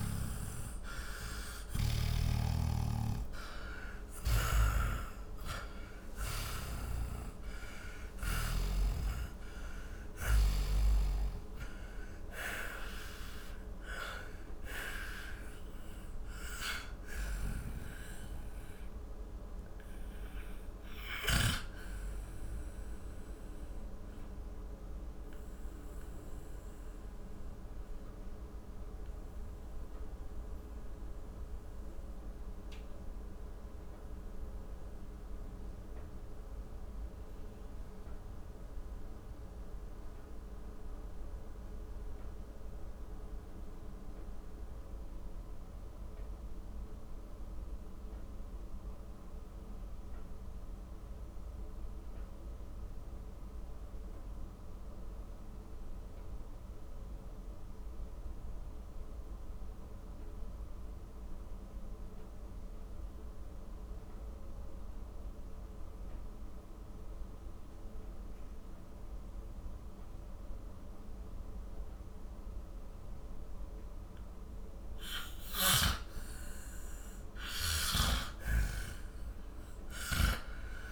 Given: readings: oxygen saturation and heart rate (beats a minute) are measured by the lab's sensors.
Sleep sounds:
breathing in sleep by a room microphone; 1
0.00-4.00 s: arousal
0.00-47.00 s: oxygen desaturation (device-marked, oxygen 82% lowest, heart rate 41 extreme)
4.50-8.50 s: snoring (device-marked)
23.50-74.00 s: mixed apnea (oxygen 95% before, 82% lowest, heart rate 69 before, 41 extreme, up 18 after)
73.00-80.92 s: oxygen desaturation (device-marked, oxygen 99% before, 84% lowest, heart rate 51 before, 40 extreme)
75.50-80.92 s: snoring (device-marked)
77.00-80.92 s: arousal
From the record:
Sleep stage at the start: N2 (light sleep); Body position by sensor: on the back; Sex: male

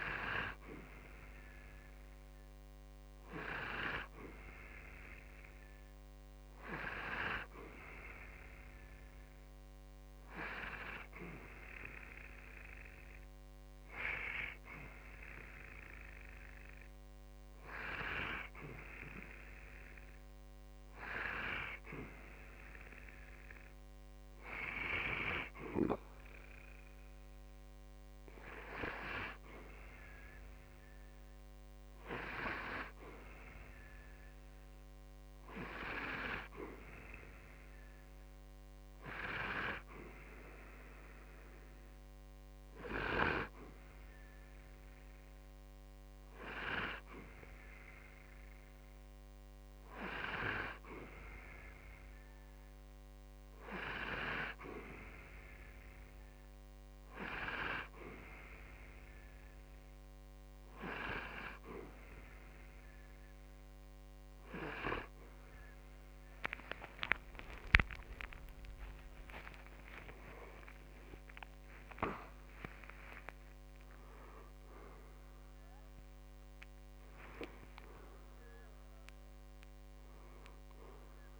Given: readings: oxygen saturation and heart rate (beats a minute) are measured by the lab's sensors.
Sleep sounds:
breathing in sleep by a microphone on the trachea; 2
12.50-22.50 s: hypopnea (oxygen 92% before, 89% lowest, heart rate 63 before, 60 extreme, up 6 after)
27.50-31.00 s: arousal
39.50-50.50 s: hypopnea (oxygen 91% before, 89% lowest, heart rate 63 before, 60 extreme, up 1 after)
66.50-72.00 s: arousal
72.50-81.40 s: new sleep stage, N1 (lightest sleep)
From the record:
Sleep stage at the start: N2 (light sleep); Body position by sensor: on the back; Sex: male

